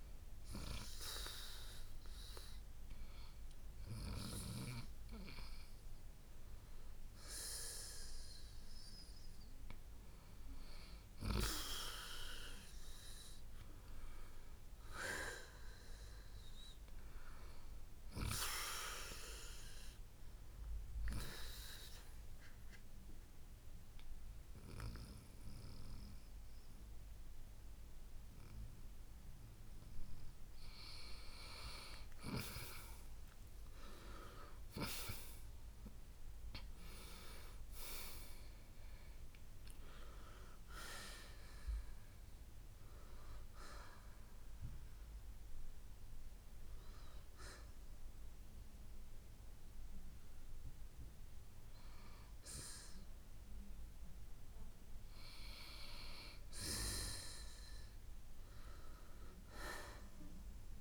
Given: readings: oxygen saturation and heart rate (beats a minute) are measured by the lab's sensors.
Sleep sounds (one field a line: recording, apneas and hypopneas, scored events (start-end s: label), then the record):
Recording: breathing in sleep by a room microphone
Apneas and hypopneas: 1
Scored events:
5.50-22.50 s: oxygen desaturation (device-marked, oxygen 91% before, 88% lowest, heart rate 64 before, 52 extreme)
12.50-16.50 s: arousal
22.00-32.00 s: central apnea (oxygen 91% before, 85% lowest, heart rate 61 before, 59 extreme, up 8 after)
28.50-37.50 s: oxygen desaturation (device-marked, oxygen 90% before, 87% lowest, heart rate 62 before, 59 extreme)
36.00-40.00 s: arousal
59.50-60.81 s: oxygen desaturation (device-marked, oxygen 91% before, 85% lowest, heart rate 64 before, 59 extreme)
From the record:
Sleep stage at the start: N2 (light sleep)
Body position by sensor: on the right side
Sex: male